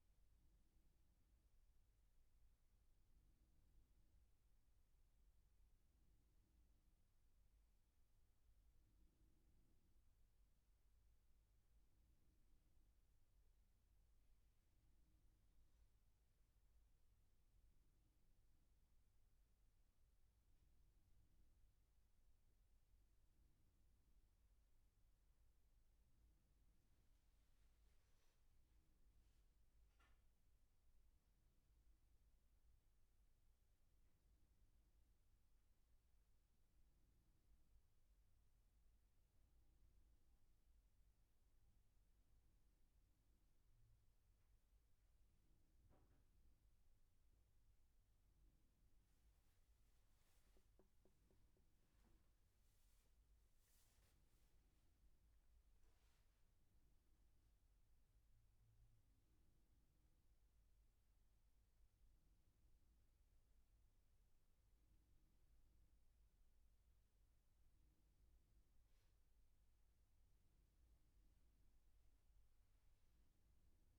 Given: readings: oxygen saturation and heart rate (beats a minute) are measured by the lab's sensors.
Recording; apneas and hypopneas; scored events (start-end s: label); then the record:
a person awake in a sleep study, hard to hear, by a room microphone; none
50.00-52.00 s: long interval between heartbeats (device-marked, heart rate 85 before, 96 extreme)
From the record:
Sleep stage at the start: awake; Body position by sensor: on the back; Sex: male